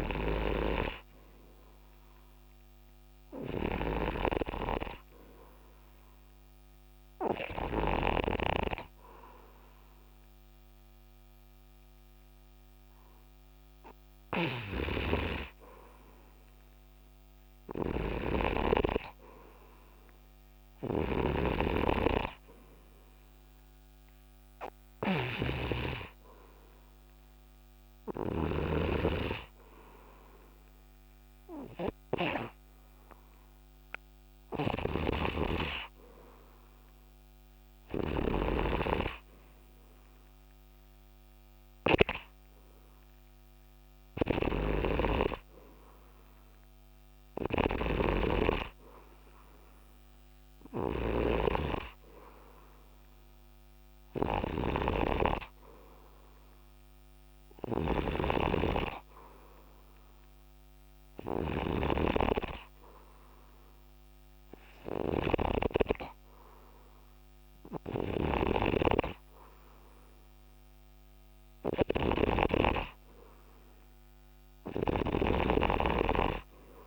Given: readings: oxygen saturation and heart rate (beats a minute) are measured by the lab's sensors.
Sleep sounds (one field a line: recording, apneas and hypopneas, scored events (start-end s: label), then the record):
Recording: breathing in sleep by a microphone on the trachea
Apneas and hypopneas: 1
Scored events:
0.00-8.50 s: snoring (device-marked)
2.00-5.00 s: arousal
7.00-17.00 s: hypopnea (oxygen 91% before, 88% lowest, heart rate 78 before, 78 extreme, up 4 after)
14.00-28.00 s: oxygen desaturation (device-marked, oxygen 91% before, 88% lowest, heart rate 78 before, 75 extreme)
15.00-33.00 s: snoring (device-marked)
19.00-22.00 s: arousal
35.00-43.00 s: snoring (device-marked)
40.00-76.87 s: new sleep stage, N3 (deep sleep)
45.00-76.87 s: snoring (device-marked)
From the record:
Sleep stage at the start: N2 (light sleep)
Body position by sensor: on the right side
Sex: male